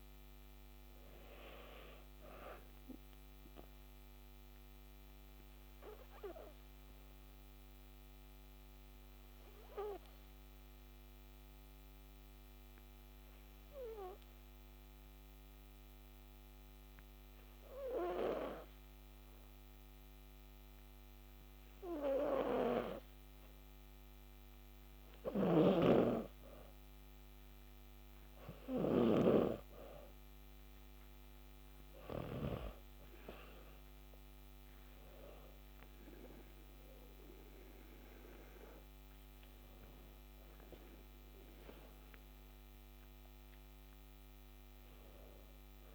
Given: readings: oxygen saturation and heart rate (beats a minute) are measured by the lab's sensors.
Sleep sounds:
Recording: breathing in sleep by a microphone on the trachea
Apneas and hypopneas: 1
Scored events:
0.00-1.50 s: arousal
4.00-23.50 s: obstructive apnea (oxygen 96% before, 89% lowest, heart rate 57 before, 57 extreme, up 2 after)
25.00-32.50 s: snoring (device-marked)
27.00-30.50 s: arousal
32.00-45.95 s: oxygen desaturation (device-marked, oxygen 94% before, 89% lowest, heart rate 58 before, 58 extreme)
From the record:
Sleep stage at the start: N2 (light sleep)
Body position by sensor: on the back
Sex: female

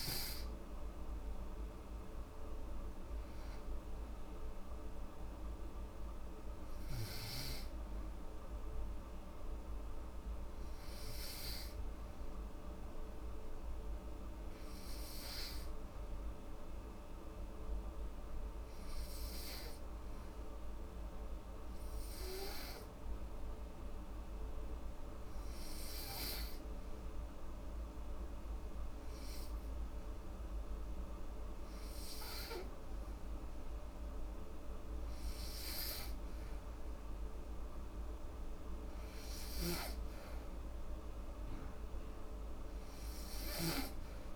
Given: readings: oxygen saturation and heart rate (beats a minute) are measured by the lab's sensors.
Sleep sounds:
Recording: breathing in sleep, hard to hear, by a room microphone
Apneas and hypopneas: 1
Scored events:
0.00-5.00 s: oxygen desaturation (device-marked, oxygen 92% lowest, heart rate 67 extreme)
7.50-33.50 s: hypopnea (oxygen 96% before, 91% lowest, heart rate 77 before, 67 extreme, up 3 after)
33.00-44.36 s: oxygen desaturation (device-marked, oxygen 98% before, 91% lowest, heart rate 70 before, 72 extreme)
35.50-39.00 s: arousal
From the record:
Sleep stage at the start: N2 (light sleep)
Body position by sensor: on the back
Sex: female

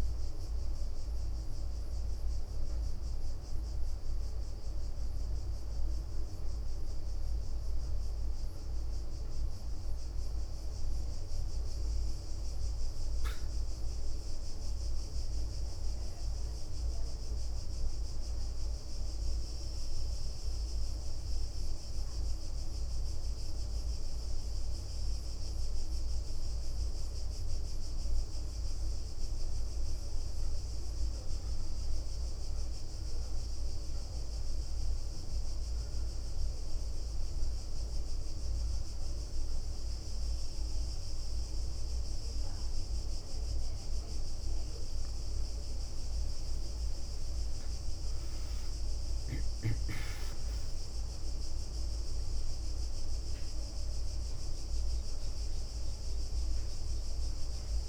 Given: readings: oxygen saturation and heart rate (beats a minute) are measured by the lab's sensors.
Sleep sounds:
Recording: breathing in sleep, hard to hear, by a room microphone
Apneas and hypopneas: 1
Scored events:
2.00-3.50 s: leg movement (device-marked)
4.50-9.50 s: leg movement (device-marked)
14.00-20.00 s: leg movement (device-marked)
19.50-44.00 s: obstructive apnea (oxygen 97% before, 93% lowest, heart rate 69 before, 65 extreme, up 4 after)
25.50-26.50 s: leg movement (device-marked)
27.50-32.50 s: leg movement (device-marked)
36.50-38.50 s: leg movement (device-marked)
38.50-43.50 s: leg movement (device-marked)
46.00-55.00 s: leg movement (device-marked)
46.50-50.50 s: arousal
From the record:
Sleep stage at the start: N1 (lightest sleep)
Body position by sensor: on the back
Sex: female

